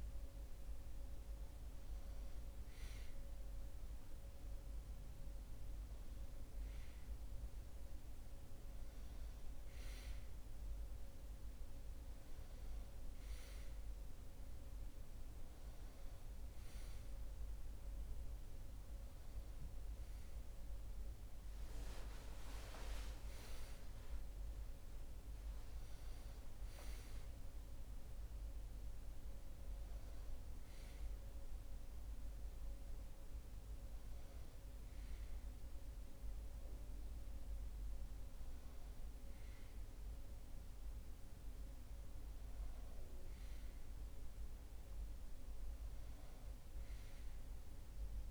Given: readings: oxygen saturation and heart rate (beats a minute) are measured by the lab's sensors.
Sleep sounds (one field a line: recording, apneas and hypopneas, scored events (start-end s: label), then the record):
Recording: breathing in sleep, hard to hear, by a room microphone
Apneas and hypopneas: none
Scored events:
none scored
From the record:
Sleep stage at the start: N1 (lightest sleep)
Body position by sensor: on the back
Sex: male